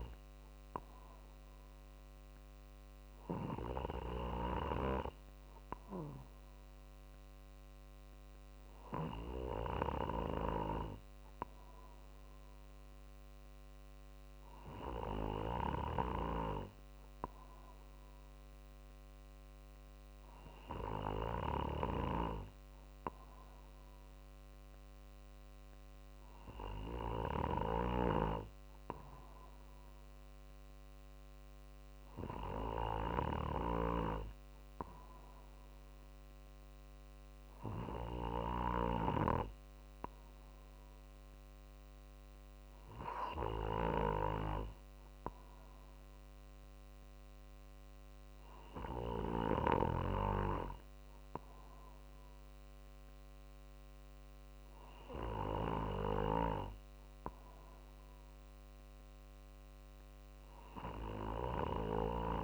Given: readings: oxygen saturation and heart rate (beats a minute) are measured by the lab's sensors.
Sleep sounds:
breathing in sleep by a microphone on the trachea; none
none scored
From the record:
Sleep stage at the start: N2 (light sleep); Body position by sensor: on the right side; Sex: male

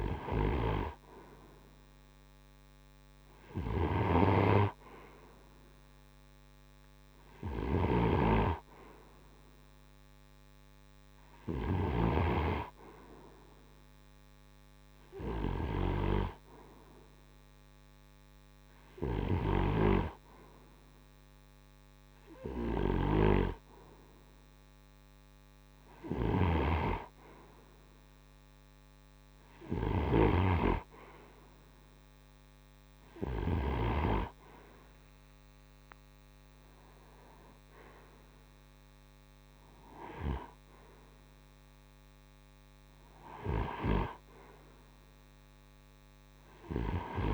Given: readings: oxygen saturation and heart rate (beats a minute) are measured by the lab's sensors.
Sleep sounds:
breathing in sleep by a microphone on the trachea; none
3.00-11.00 s: snoring (device-marked)
18.00-33.00 s: snoring (device-marked)
From the record:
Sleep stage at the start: N2 (light sleep); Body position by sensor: on the right side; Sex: male

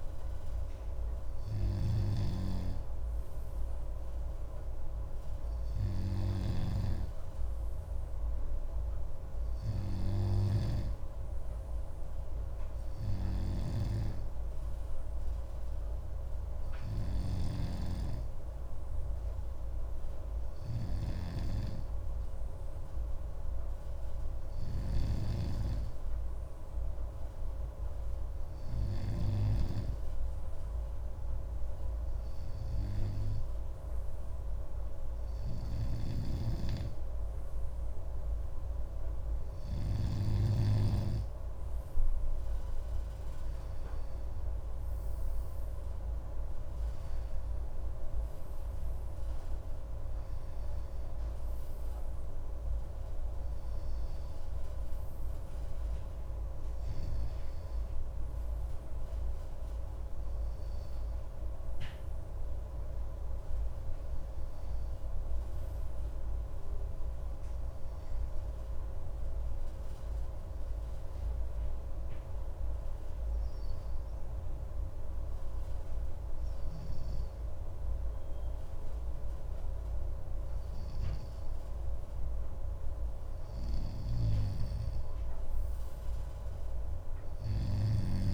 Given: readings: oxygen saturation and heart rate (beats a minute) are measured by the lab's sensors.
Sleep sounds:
breathing in sleep by a room microphone; 1
17.00-21.50 s: snoring (device-marked)
43.50-47.00 s: arousal
70.50-84.00 s: hypopnea (oxygen 96% before, 95% lowest)
84.00-88.34 s: snoring (device-marked)
86.00-88.34 s: arousal
From the record:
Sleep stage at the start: N2 (light sleep); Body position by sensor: on the left side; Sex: male

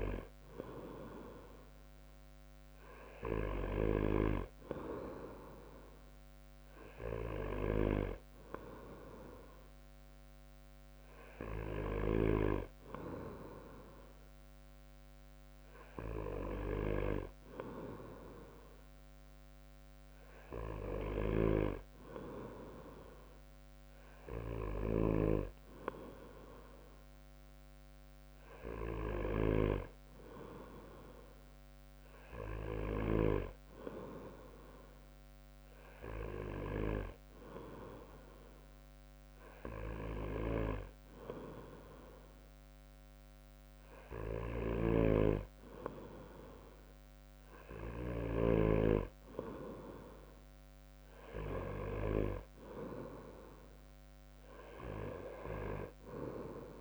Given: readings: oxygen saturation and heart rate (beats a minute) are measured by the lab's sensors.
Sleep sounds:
breathing in sleep by a microphone on the trachea; none
none scored
From the record:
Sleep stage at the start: N2 (light sleep); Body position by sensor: on the back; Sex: male

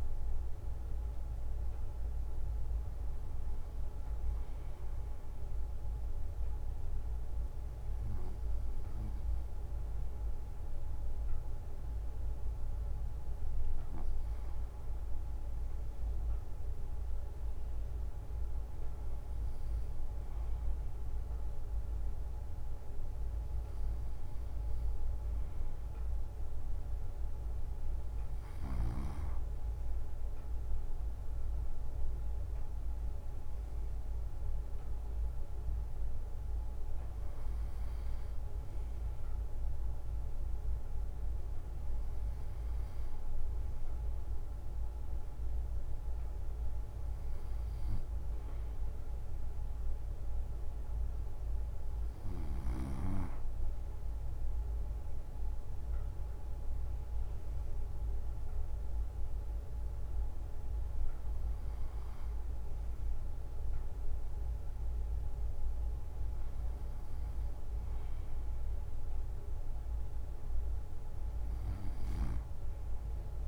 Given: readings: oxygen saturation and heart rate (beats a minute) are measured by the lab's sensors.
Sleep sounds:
breathing in sleep, hard to hear, by a room microphone; none
none scored
From the record:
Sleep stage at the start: N2 (light sleep); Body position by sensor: on the right side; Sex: male

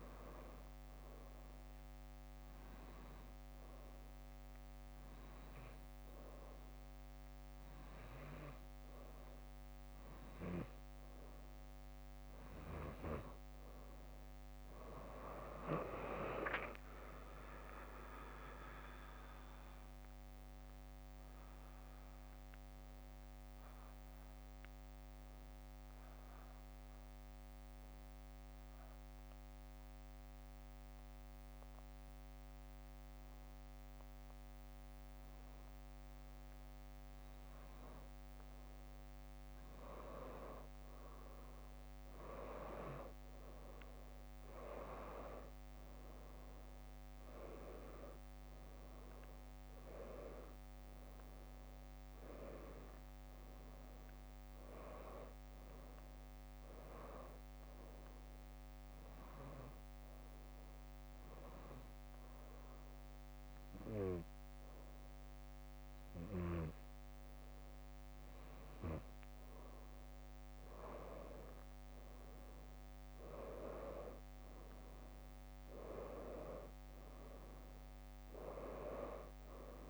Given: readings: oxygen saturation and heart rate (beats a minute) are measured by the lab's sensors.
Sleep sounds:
breathing in sleep by a microphone on the trachea; 2
0.00-1.00 s: bradycardia (device-marked, heart rate 69 before, 63 extreme)
15.50-19.50 s: arousal
16.50-20.50 s: leg movement (device-marked)
28.00-40.00 s: obstructive apnea (oxygen 92% before, 90% lowest, heart rate 64 before, 57 extreme, up 5 after)
38.00-40.00 s: bradycardia (device-marked, heart rate 69 before, 60 extreme)
42.50-47.50 s: arousal
44.00-46.50 s: leg movement (device-marked)
53.00-66.00 s: oxygen desaturation (device-marked, oxygen 96% before, 92% lowest, heart rate 62 before, 58 extreme)
57.00-59.00 s: bradycardia (device-marked, heart rate 67 before, 62 extreme)
59.00-69.50 s: hypopnea (oxygen 96% before, 90% lowest, heart rate 62 before, 58 extreme, up 9 after)
65.50-70.00 s: leg movement (device-marked)
75.00-79.90 s: arousal
From the record:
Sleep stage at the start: N2 (light sleep); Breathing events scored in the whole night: 116 in 6.0 hours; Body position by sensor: on the back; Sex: female

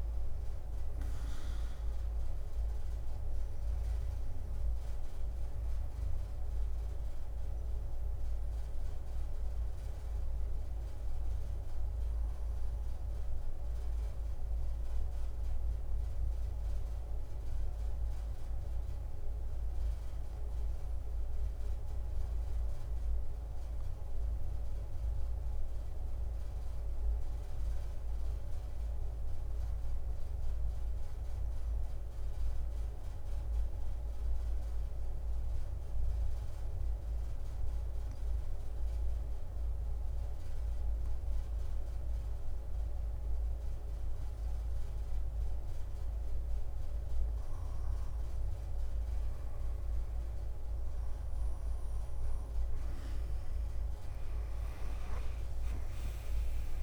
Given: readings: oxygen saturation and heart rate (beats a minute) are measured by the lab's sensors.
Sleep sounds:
breathing in sleep, hard to hear, by a room microphone; 1
0.00-1.50 s: drop in pulse transit time (device-marked, heart rate 68 extreme)
6.50-49.50 s: obstructive apnea (oxygen 95% before, 86% lowest, heart rate 73 before, 54 extreme, up 14 after)
37.50-56.83 s: oxygen desaturation (device-marked, oxygen 99% before, 92% lowest, heart rate 56 before, 57 extreme)
53.00-56.83 s: leg movement (device-marked)
54.50-56.83 s: arousal
55.50-56.83 s: drop in pulse transit time (device-marked, heart rate 59 before, 67 extreme)
From the record:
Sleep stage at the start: REM sleep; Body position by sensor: on the back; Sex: female

